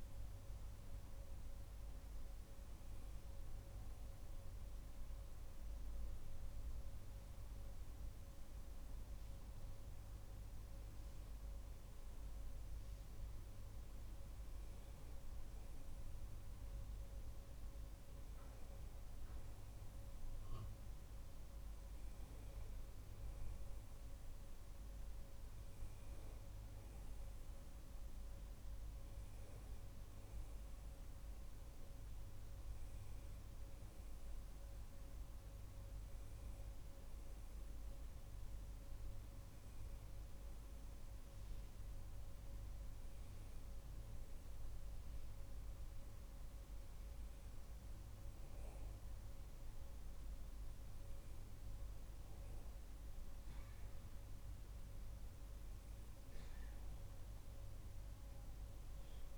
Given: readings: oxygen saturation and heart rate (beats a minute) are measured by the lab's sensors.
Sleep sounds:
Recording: breathing in sleep, hard to hear, by a room microphone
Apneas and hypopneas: none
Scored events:
none scored
From the record:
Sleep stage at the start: N1 (lightest sleep)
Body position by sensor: on the back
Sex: male

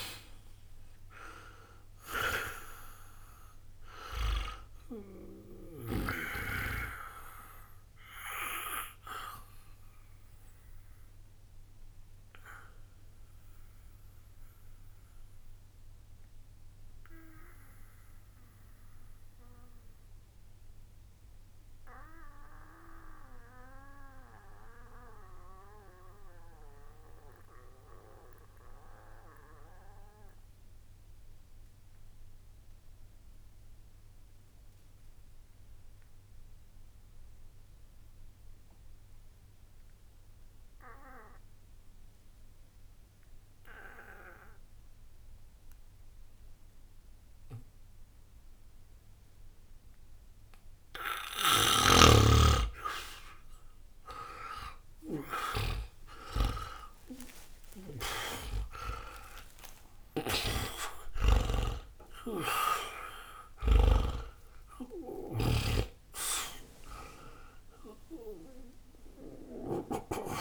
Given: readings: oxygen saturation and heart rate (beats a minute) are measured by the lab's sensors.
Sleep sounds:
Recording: breathing in sleep by a room microphone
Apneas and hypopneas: 1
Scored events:
0.00-29.00 s: oxygen desaturation (device-marked, oxygen 98% before, 75% lowest, heart rate 61 before, 60 extreme)
6.50-51.00 s: obstructive apnea (oxygen 96% before, 75% lowest, heart rate 94 before, 60 extreme, up 0 after)
48.00-70.41 s: oxygen desaturation (device-marked, oxygen 99% before, 81% lowest, heart rate 60 before, 59 extreme)
54.50-59.00 s: arousal
62.00-65.50 s: snoring (device-marked)
From the record:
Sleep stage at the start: N2 (light sleep)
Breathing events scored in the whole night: 189 in 3.6 hours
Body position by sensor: on the back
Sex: male

